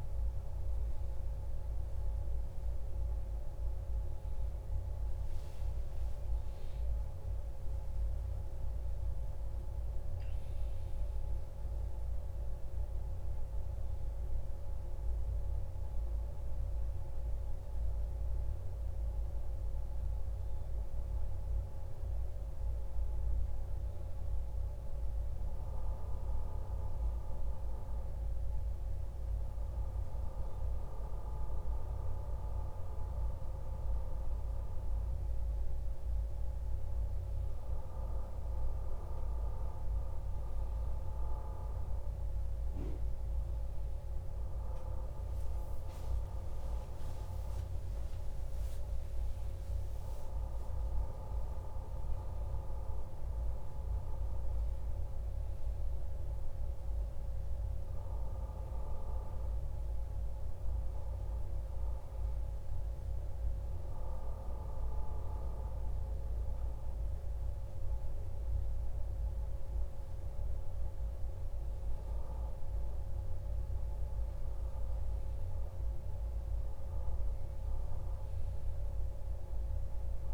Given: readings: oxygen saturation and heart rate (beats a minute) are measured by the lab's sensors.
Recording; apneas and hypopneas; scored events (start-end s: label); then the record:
breathing in sleep, hard to hear, by a room microphone; none
6.00-11.00 s: arousal
45.00-48.00 s: arousal
From the record:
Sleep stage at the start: N1 (lightest sleep); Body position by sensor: on the back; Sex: male